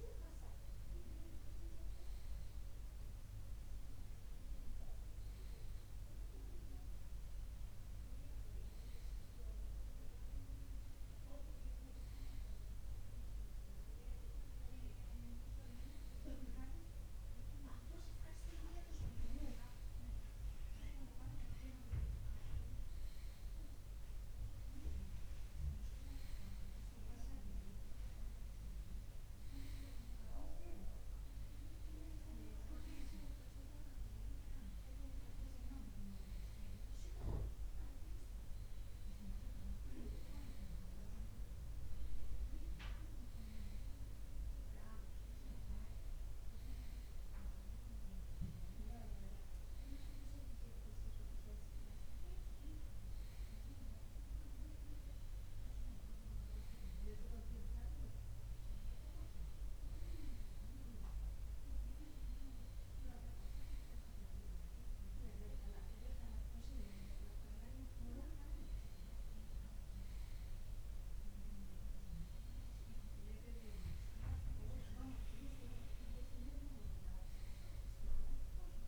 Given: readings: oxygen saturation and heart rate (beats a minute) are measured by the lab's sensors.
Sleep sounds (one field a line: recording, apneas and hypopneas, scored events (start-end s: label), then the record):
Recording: breathing in sleep by a room microphone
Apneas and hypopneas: none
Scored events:
none scored
From the record:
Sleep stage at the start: N2 (light sleep)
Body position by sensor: on the left side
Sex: male